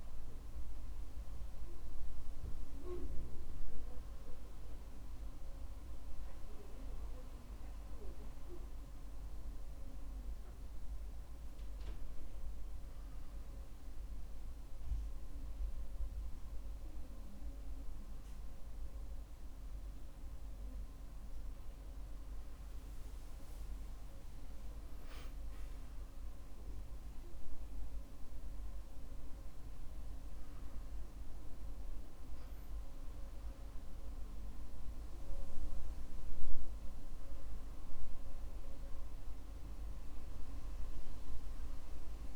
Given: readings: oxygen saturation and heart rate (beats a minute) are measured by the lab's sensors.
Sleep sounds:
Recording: a person awake in a sleep study, hard to hear, by a room microphone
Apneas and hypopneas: none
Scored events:
none scored
From the record:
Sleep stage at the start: awake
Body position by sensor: on the back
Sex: male

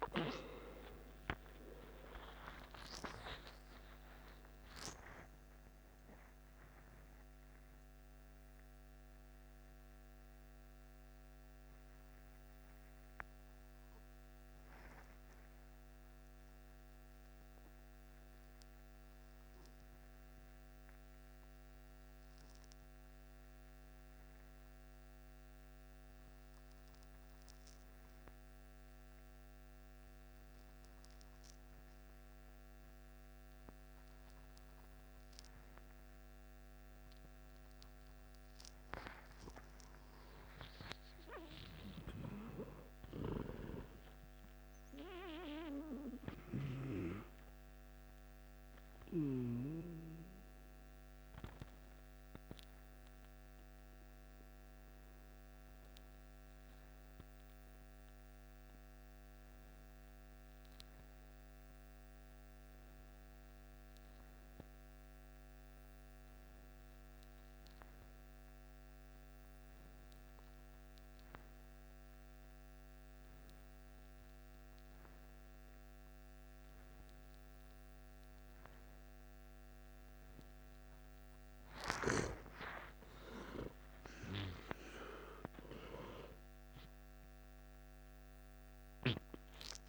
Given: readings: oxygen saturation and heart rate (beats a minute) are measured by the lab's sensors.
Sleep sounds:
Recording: breathing in sleep by a microphone on the trachea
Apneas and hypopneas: 2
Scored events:
23.00-38.00 s: mixed apnea (oxygen 93% before, 92% lowest, heart rate 65 before, 52 extreme, up 8 after)
39.50-43.50 s: arousal
42.50-65.50 s: oxygen desaturation (device-marked, oxygen 98% before, 92% lowest, heart rate 56 before, 52 extreme)
52.00-80.00 s: obstructive apnea (oxygen 99% before, 91% lowest, heart rate 58 before, 52 extreme, up 9 after)
59.50-89.89 s: new sleep stage, N2 (light sleep)
78.50-89.50 s: oxygen desaturation (device-marked, oxygen 97% before, 93% lowest, heart rate 53 before, 52 extreme)
81.50-85.00 s: arousal
From the record:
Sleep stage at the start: N1 (lightest sleep)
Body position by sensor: on the back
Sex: male

